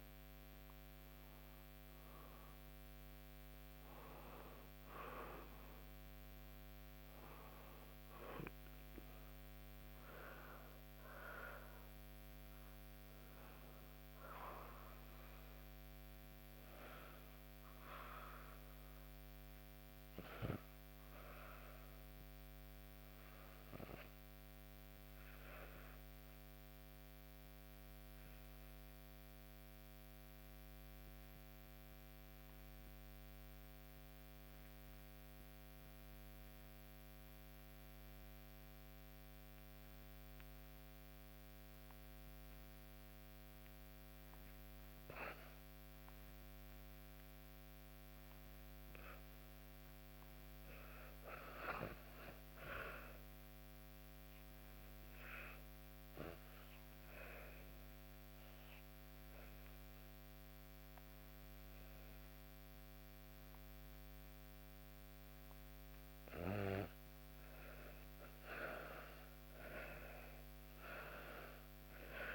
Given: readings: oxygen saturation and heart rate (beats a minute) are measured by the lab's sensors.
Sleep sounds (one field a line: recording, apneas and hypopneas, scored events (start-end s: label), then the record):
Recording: breathing in sleep by a microphone on the trachea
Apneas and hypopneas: none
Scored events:
39.00-68.00 s: oxygen desaturation (device-marked, oxygen 97% before, 89% lowest, heart rate 68 before, 67 extreme)
From the record:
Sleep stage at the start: REM sleep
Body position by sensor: on the back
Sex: female